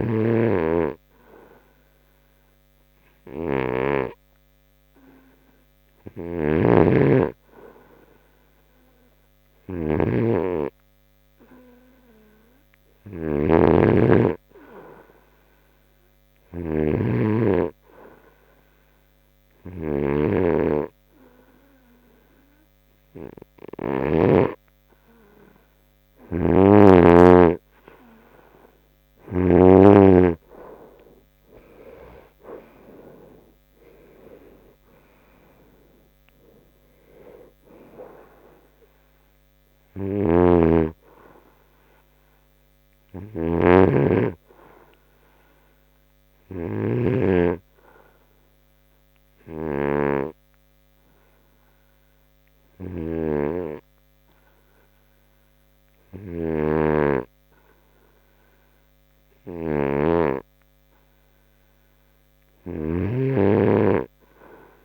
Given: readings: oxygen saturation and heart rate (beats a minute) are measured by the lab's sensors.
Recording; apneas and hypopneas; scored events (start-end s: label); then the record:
breathing in sleep by a microphone on the trachea; 1
0.00-2.50 s: arousal
34.00-37.50 s: arousal
42.00-55.50 s: hypopnea (oxygen 93% before, 89% lowest, heart rate 80 before, 69 extreme)
60.00-64.00 s: arousal
From the record:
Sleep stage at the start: N2 (light sleep); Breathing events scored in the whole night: 401 in 5.4 hours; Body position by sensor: on the right side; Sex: male